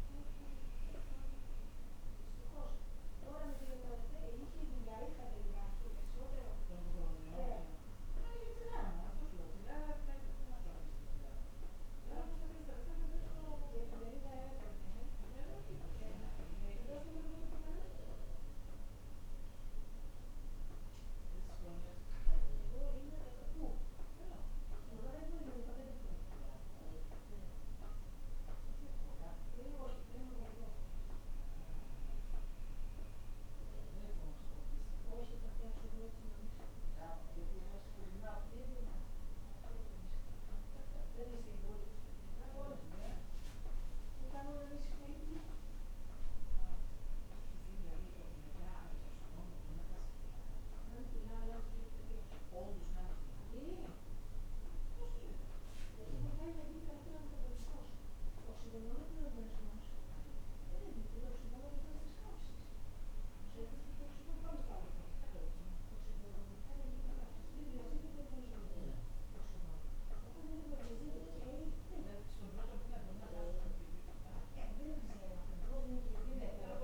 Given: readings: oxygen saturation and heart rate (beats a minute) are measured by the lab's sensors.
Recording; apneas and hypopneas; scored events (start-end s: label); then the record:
a person awake in a sleep study, by a room microphone; none
none scored
From the record:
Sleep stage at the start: awake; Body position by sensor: on the back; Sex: female